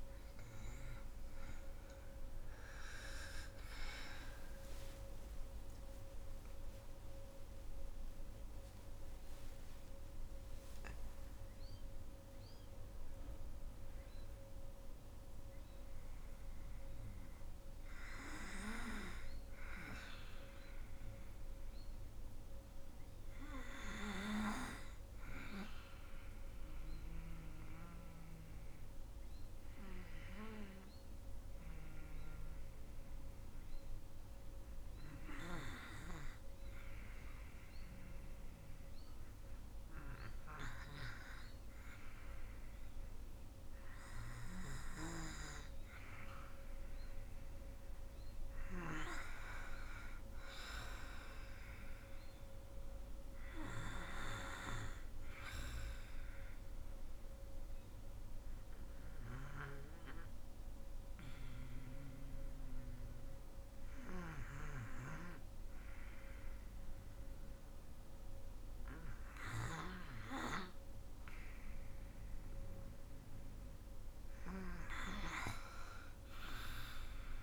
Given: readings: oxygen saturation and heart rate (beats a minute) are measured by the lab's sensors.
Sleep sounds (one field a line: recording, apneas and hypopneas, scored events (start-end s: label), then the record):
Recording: breathing in sleep by a room microphone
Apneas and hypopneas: 2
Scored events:
0.00-25.50 s: oxygen desaturation (device-marked, oxygen 91% lowest, heart rate 48 extreme)
3.00-8.00 s: arousal
26.00-39.50 s: obstructive apnea (oxygen 98% before, 91% lowest, heart rate 62 before, 48 extreme, up 1 after)
39.50-44.50 s: arousal
43.50-68.50 s: oxygen desaturation (device-marked, oxygen 99% before, 91% lowest, heart rate 53 before, 50 extreme)
55.00-68.50 s: hypopnea (oxygen 99% before, 88% lowest, heart rate 53 before, 50 extreme, up 4 after)
69.50-77.42 s: new sleep stage, REM sleep
70.00-74.00 s: arousal
From the record:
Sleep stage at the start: N2 (light sleep)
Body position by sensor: on the back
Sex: female